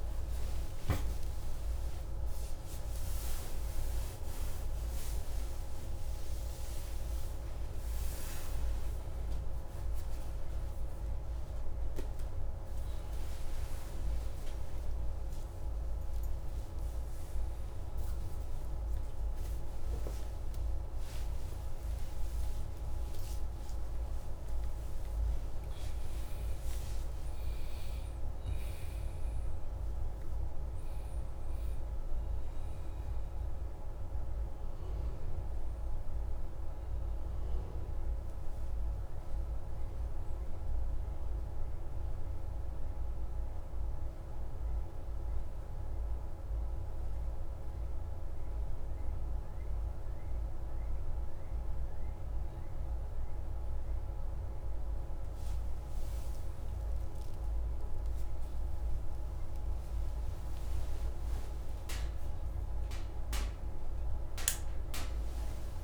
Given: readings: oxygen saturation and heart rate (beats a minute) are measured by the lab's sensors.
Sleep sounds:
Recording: a person awake in a sleep study, hard to hear, by a room microphone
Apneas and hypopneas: none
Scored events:
none scored
From the record:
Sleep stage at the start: awake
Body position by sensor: on the back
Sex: male

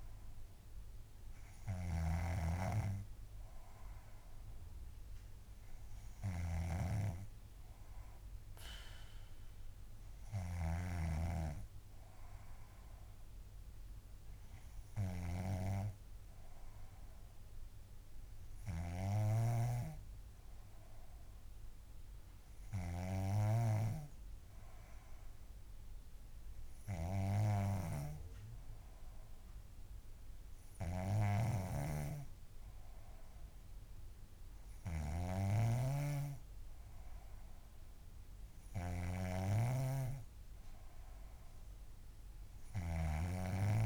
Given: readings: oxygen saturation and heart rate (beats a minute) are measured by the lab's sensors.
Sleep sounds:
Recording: breathing in sleep by a room microphone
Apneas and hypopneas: none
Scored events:
0.00-43.86 s: snoring (device-marked)
From the record:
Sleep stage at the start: N2 (light sleep)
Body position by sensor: on the back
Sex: female

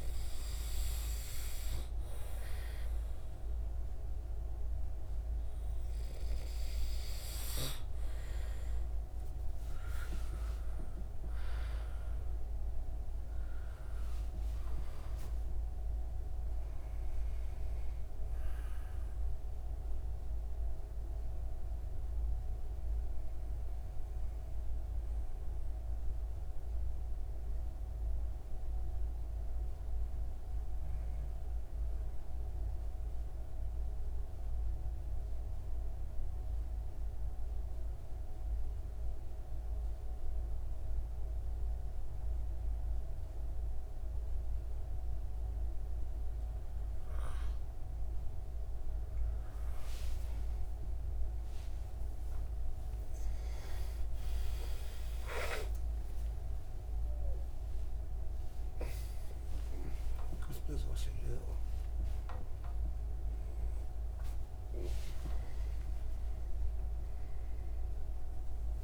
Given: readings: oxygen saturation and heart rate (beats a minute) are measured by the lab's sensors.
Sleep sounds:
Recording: breathing in sleep, hard to hear, by a room microphone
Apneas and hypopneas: 1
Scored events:
10.00-14.50 s: arousal
25.50-48.50 s: obstructive apnea (oxygen 95% before, 90% lowest)
49.50-54.50 s: arousal
49.50-68.84 s: oxygen desaturation (device-marked, oxygen 97% before, 90% lowest)
From the record:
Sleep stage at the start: N2 (light sleep)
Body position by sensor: on the right side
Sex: male

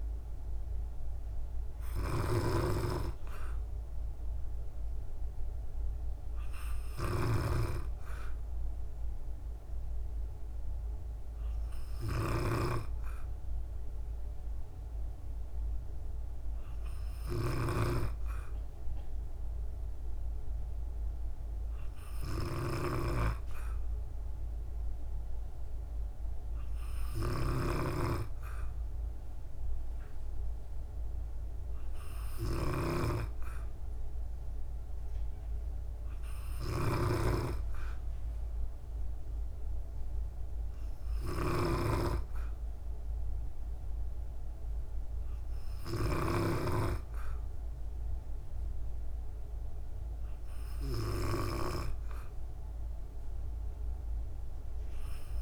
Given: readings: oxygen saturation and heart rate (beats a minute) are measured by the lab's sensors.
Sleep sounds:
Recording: breathing in sleep by a room microphone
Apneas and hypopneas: none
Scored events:
0.00-46.00 s: snoring (device-marked)
From the record:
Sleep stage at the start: N2 (light sleep)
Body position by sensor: on the back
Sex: female

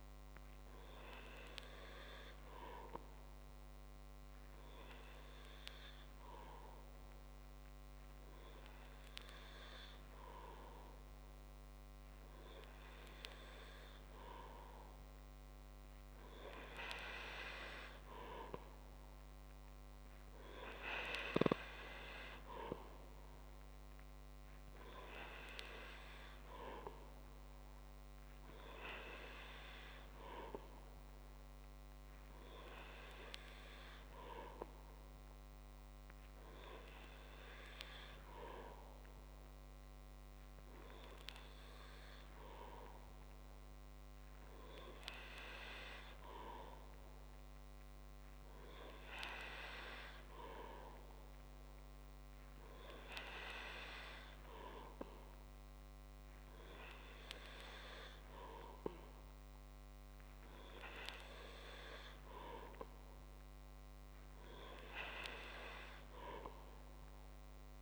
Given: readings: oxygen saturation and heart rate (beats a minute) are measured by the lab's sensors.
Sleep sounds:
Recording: breathing in sleep by a microphone on the trachea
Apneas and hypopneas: none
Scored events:
45.00-67.82 s: new sleep stage, N2 (light sleep)
From the record:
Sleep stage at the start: N3 (deep sleep)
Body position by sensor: on the back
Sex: male

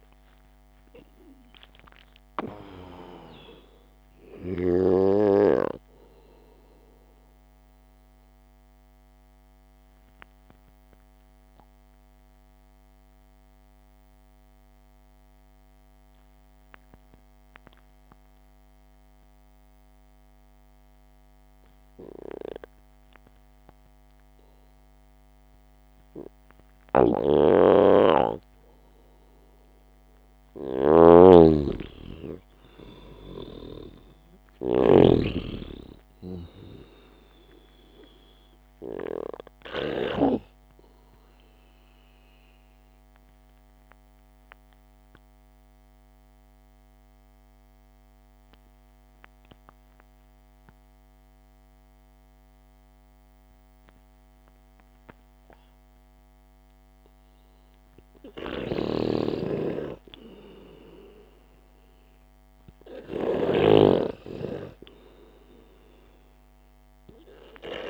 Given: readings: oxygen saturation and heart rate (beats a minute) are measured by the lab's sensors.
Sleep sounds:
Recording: breathing in sleep by a microphone on the trachea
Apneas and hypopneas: 2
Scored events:
0.00-26.00 s: oxygen desaturation (device-marked, oxygen 89% lowest, heart rate 54 extreme)
9.50-23.00 s: mixed apnea (oxygen 98% before, 89% lowest, heart rate 59 before, 54 extreme, up 3 after)
26.00-30.00 s: arousal
27.00-35.50 s: snoring (device-marked)
31.00-37.00 s: oxygen desaturation (device-marked, oxygen 98% before, 94% lowest, heart rate 65 before, 55 extreme)
42.00-58.00 s: obstructive apnea (oxygen 98% before, 90% lowest, heart rate 60 before, 54 extreme, up 1 after)
48.00-58.00 s: oxygen desaturation (device-marked, oxygen 95% before, 91% lowest, heart rate 58 before, 54 extreme)
59.00-64.00 s: snoring (device-marked)
60.50-63.50 s: arousal
From the record:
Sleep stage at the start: N2 (light sleep)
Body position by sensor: on the back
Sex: male

